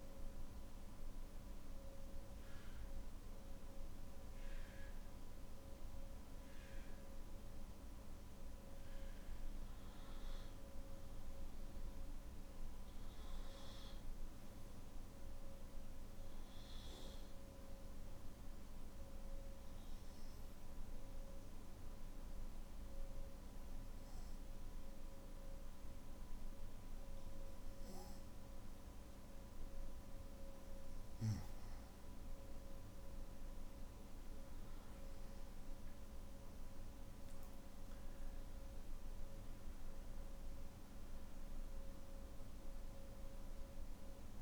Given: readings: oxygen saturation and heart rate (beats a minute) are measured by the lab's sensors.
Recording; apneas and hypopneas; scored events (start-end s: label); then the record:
breathing in sleep, hard to hear, by a room microphone; 1
19.50-30.50 s: obstructive apnea (oxygen 98% before, 93% lowest, heart rate 53 before, 50 extreme, up 9 after)
39.50-44.42 s: oxygen desaturation (device-marked, oxygen 97% before, 93% lowest, heart rate 56 before, 50 extreme)
From the record:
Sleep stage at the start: N1 (lightest sleep); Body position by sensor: on the back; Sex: male